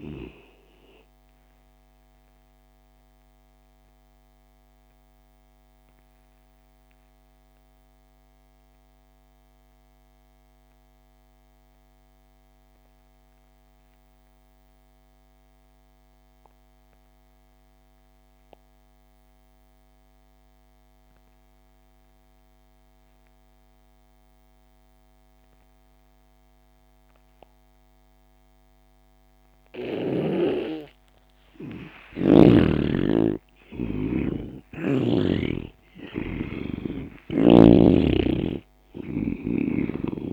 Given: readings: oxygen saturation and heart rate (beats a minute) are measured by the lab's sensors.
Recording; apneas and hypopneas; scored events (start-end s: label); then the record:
breathing in sleep by a microphone on the trachea; 1
0.00-10.50 s: oxygen desaturation (device-marked, oxygen 81% lowest)
0.50-31.00 s: obstructive apnea (oxygen 99% before, 81% lowest)
25.50-40.33 s: oxygen desaturation (device-marked, oxygen 99% before, 84% lowest)
32.50-37.00 s: arousal
From the record:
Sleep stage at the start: N2 (light sleep); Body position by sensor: on the back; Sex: male